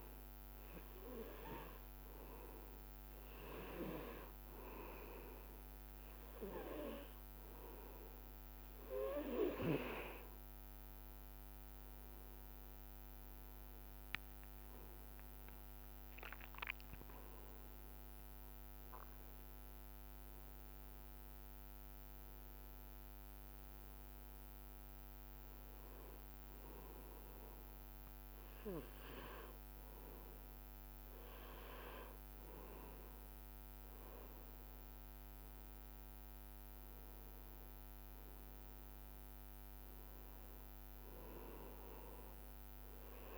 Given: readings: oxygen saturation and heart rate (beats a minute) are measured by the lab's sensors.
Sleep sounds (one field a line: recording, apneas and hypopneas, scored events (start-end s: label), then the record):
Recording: breathing in sleep by a microphone on the trachea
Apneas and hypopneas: none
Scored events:
13.00-19.50 s: arousal
From the record:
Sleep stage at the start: N2 (light sleep)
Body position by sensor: on the back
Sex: male